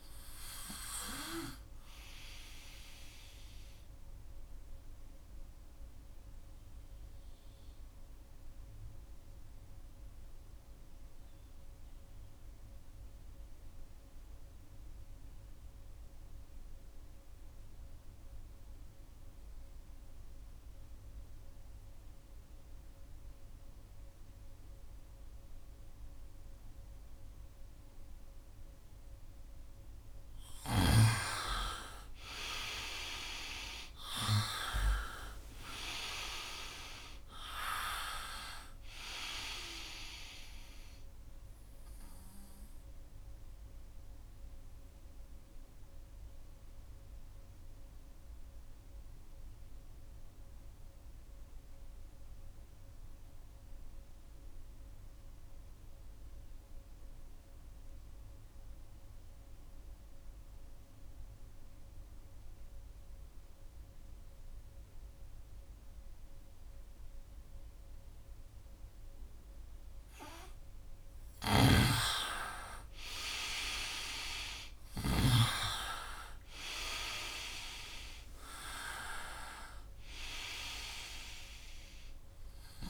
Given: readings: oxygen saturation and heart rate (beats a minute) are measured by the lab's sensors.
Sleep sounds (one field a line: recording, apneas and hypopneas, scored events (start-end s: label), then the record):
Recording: breathing in sleep by a room microphone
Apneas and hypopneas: 2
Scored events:
0.00-19.50 s: oxygen desaturation (device-marked, oxygen 84% lowest, heart rate 65 extreme)
2.50-29.50 s: obstructive apnea (oxygen 99% before, 84% lowest, heart rate 66 before, 63 extreme, up 4 after)
31.00-34.50 s: arousal
31.50-61.50 s: oxygen desaturation (device-marked, oxygen 98% before, 84% lowest, heart rate 67 before, 62 extreme)
41.50-69.00 s: obstructive apnea (oxygen 98% before, 84% lowest, heart rate 68 before, 62 extreme, up 5 after)
71.00-75.00 s: snoring (device-marked)
72.50-77.00 s: arousal
75.50-82.90 s: oxygen desaturation (device-marked, oxygen 97% before, 85% lowest, heart rate 67 before, 64 extreme)
From the record:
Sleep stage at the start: N2 (light sleep)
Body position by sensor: on the right side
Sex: male